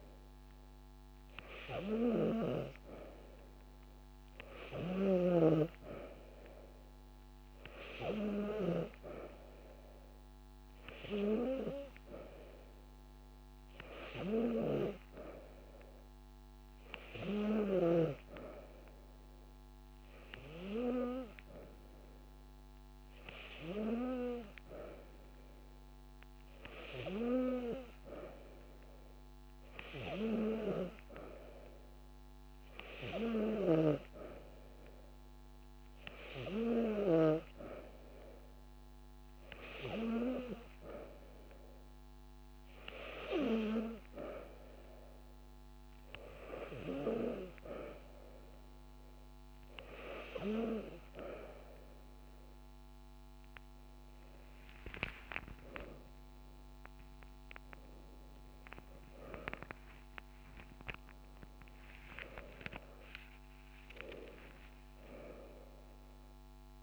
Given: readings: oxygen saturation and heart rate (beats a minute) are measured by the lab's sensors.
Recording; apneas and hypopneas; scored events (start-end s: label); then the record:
breathing in sleep by a microphone on the trachea; none
0.00-2.00 s: long interval between heartbeats (device-marked)
3.50-9.50 s: drop in pulse transit time (device-marked)
13.50-15.50 s: long interval between heartbeats (device-marked)
16.00-18.00 s: long interval between heartbeats (device-marked)
20.50-30.50 s: drop in pulse transit time (device-marked)
29.50-31.50 s: long interval between heartbeats (device-marked)
35.00-37.00 s: long interval between heartbeats (device-marked)
38.50-40.50 s: long interval between heartbeats (device-marked)
41.50-42.50 s: drop in pulse transit time (device-marked)
48.50-50.50 s: long interval between heartbeats (device-marked)
60.00-64.00 s: arousal
From the record:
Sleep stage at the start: N2 (light sleep); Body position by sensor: on the back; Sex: female